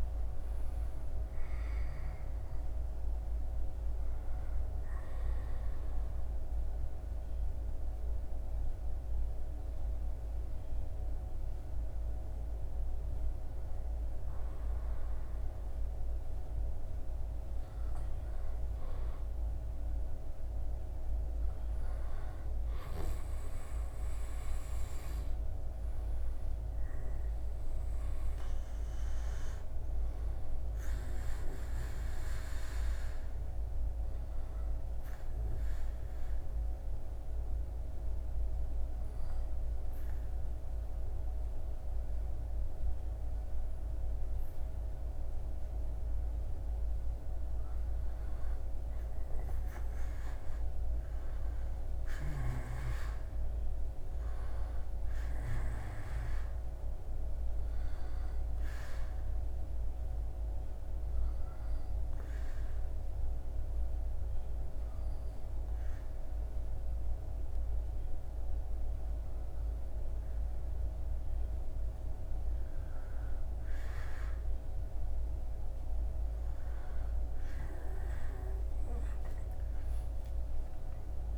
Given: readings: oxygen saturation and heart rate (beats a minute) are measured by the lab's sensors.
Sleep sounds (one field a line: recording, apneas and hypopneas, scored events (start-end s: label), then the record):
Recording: breathing in sleep, hard to hear, by a room microphone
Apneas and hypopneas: 3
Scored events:
6.00-16.00 s: hypopnea (oxygen 100% before, 96% lowest, heart rate 79 before, 67 extreme, up 3 after)
11.50-81.38 s: new sleep stage, N2 (light sleep)
18.00-23.50 s: arousal
24.50-43.50 s: oxygen desaturation (device-marked, oxygen 99% before, 96% lowest, heart rate 71 before, 67 extreme)
32.50-46.50 s: hypopnea (oxygen 99% before, 96% lowest, heart rate 73 before, 69 extreme, up 8 after)
49.00-53.00 s: arousal
60.50-73.00 s: hypopnea (oxygen 98% before, 96% lowest, heart rate 74 before, 67 extreme, up 4 after)
75.50-80.50 s: arousal
From the record:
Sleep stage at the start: N1 (lightest sleep)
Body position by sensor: on the back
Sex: male